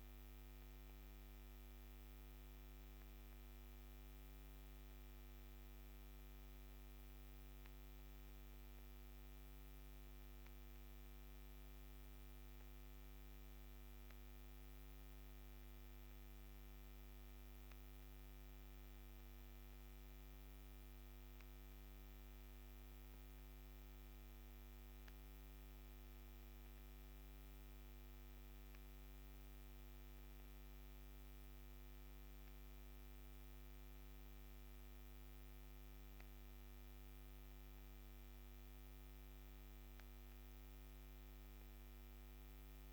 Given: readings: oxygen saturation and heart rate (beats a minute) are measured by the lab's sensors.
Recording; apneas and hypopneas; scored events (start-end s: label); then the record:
a person awake in a sleep study, hard to hear, by a microphone on the trachea; none
none scored
From the record:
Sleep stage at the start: awake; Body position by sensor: on the back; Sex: female